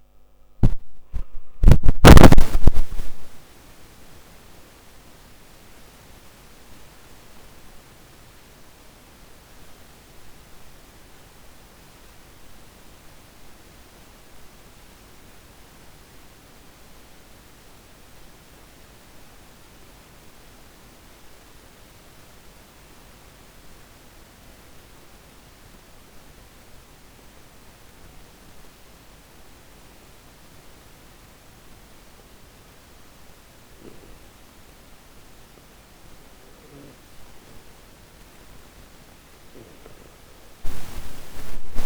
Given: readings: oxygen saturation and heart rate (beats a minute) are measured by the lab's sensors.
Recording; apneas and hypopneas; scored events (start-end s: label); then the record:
breathing in sleep by a microphone on the trachea; 1
0.00-16.00 s: oxygen desaturation (device-marked, oxygen 91% lowest, heart rate 49 extreme)
15.00-19.00 s: arousal
21.50-36.50 s: obstructive apnea (oxygen 96% before, 91% lowest, heart rate 62 before, 48 extreme, up 7 after)
40.50-41.86 s: arousal
From the record:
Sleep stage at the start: N2 (light sleep); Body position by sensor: on the back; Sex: male